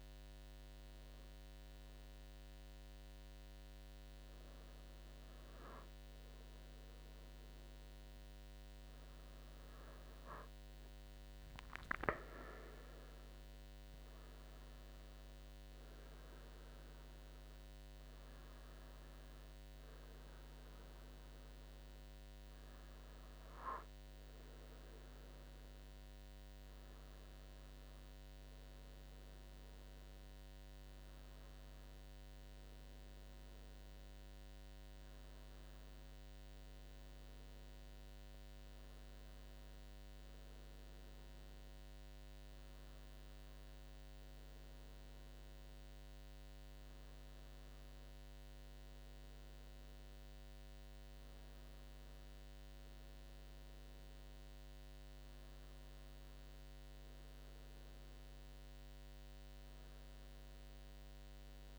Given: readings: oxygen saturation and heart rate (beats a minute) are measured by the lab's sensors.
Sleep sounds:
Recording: breathing in sleep, hard to hear, by a microphone on the trachea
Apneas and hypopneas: none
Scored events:
none scored
From the record:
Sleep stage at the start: N1 (lightest sleep)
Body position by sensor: on the right side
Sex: male

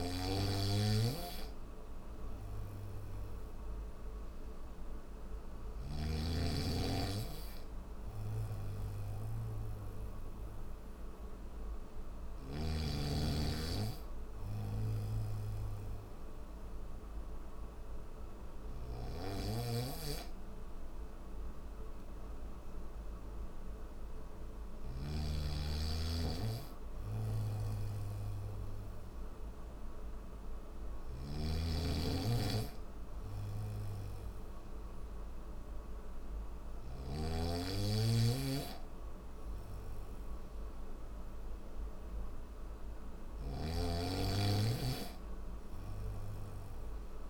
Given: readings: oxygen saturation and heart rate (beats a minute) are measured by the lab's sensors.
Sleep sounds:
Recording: breathing in sleep by a room microphone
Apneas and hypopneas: none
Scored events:
0.00-5.50 s: snoring (device-marked)
18.00-24.50 s: snoring (device-marked)
30.50-36.50 s: snoring (device-marked)
From the record:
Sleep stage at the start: N3 (deep sleep)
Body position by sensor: on the back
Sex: male

